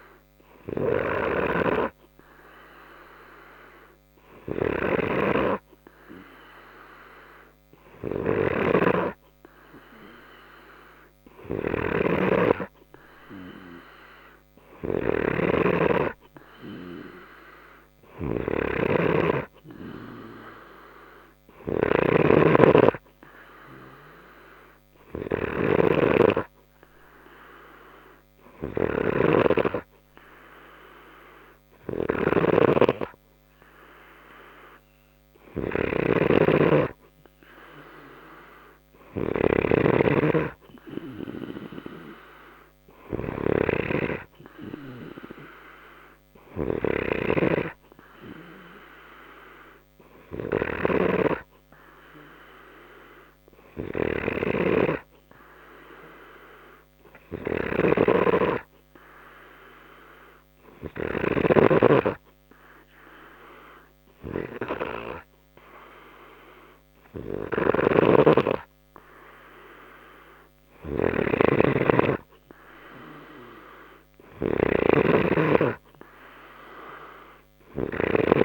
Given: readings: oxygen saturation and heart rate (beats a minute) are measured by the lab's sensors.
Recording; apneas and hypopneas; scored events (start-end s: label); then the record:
breathing in sleep by a microphone on the trachea; none
4.50-61.50 s: snoring (device-marked)
67.50-78.45 s: snoring (device-marked)
From the record:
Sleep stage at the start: N2 (light sleep); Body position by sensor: on the left side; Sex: male